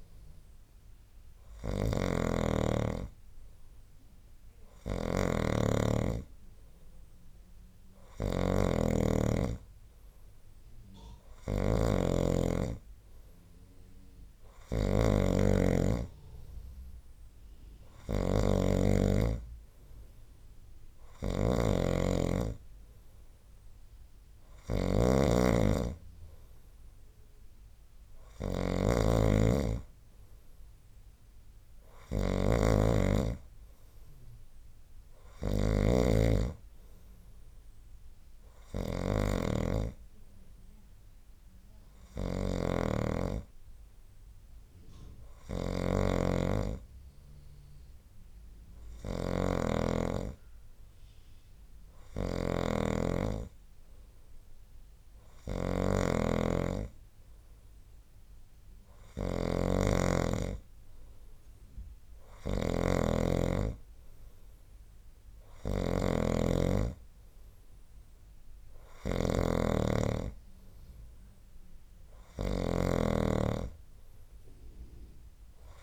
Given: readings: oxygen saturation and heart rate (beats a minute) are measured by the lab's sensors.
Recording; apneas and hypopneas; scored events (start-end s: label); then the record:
breathing in sleep by a room microphone; none
0.00-75.82 s: snoring (device-marked)
From the record:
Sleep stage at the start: N2 (light sleep); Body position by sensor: on the right side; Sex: male